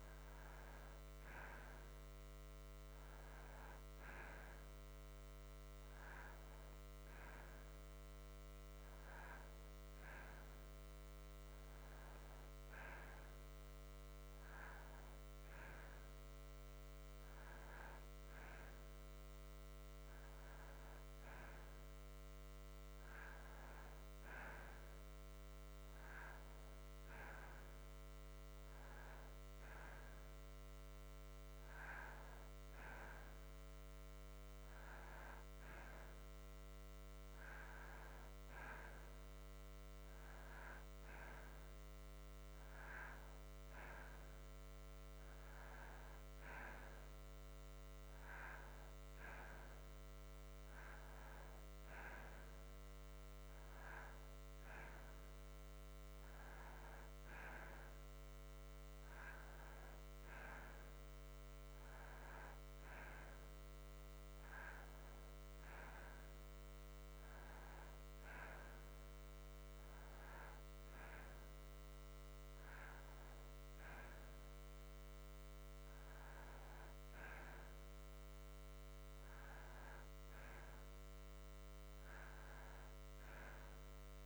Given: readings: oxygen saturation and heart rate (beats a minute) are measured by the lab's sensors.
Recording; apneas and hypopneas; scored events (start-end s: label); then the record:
breathing in sleep by a microphone on the trachea; none
none scored
From the record:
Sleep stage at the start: N2 (light sleep); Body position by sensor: on the back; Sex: male